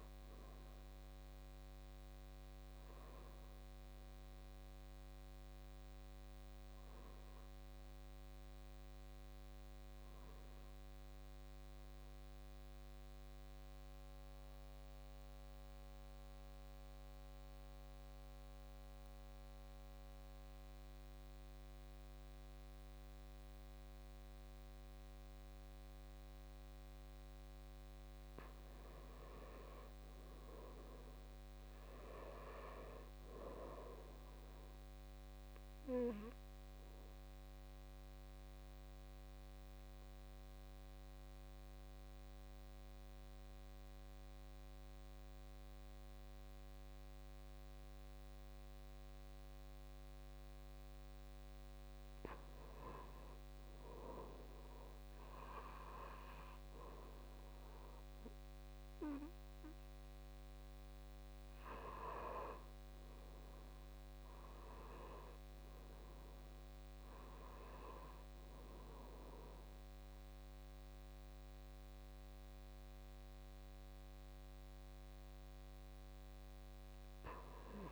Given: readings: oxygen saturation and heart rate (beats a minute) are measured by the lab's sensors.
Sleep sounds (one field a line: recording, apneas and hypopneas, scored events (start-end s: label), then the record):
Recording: breathing in sleep by a microphone on the trachea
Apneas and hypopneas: 2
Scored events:
5.00-14.00 s: oxygen desaturation (device-marked, oxygen 95% before, 90% lowest, heart rate 62 before, 54 extreme)
8.00-26.50 s: obstructive apnea (oxygen 96% before, 83% lowest, heart rate 63 before, 54 extreme, up 10 after)
28.50-31.50 s: arousal
30.00-55.00 s: oxygen desaturation (device-marked, oxygen 98% before, 83% lowest, heart rate 56 before, 53 extreme)
37.00-50.50 s: obstructive apnea (oxygen 99% before, 83% lowest, heart rate 58 before, 56 extreme, up 8 after)
59.50-63.50 s: arousal
68.00-77.92 s: oxygen desaturation (device-marked, oxygen 95% before, 85% lowest, heart rate 61 before, 51 extreme)
From the record:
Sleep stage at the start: N2 (light sleep)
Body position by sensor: on the back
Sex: male